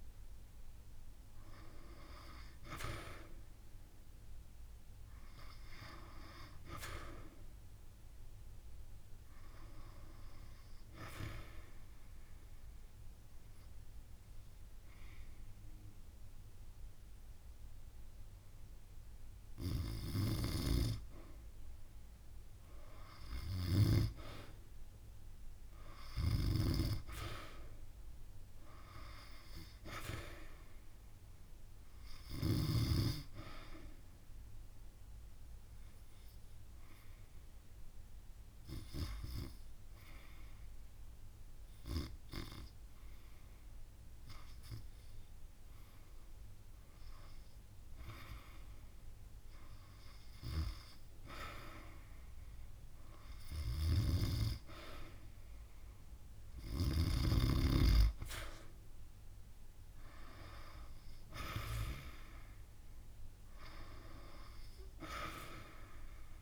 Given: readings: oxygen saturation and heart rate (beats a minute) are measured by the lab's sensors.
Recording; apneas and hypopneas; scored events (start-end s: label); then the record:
breathing in sleep by a room microphone; 2
10.50-21.00 s: obstructive apnea (oxygen 93% before, 91% lowest)
23.00-26.00 s: arousal
32.50-45.50 s: oxygen desaturation (device-marked, oxygen 96% before, 92% lowest)
34.00-45.50 s: obstructive apnea (oxygen 96% before, 91% lowest)
47.00-50.50 s: arousal
50.50-66.42 s: oxygen desaturation (device-marked, oxygen 96% before, 91% lowest)
From the record:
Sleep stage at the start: N2 (light sleep); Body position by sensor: on the back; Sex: female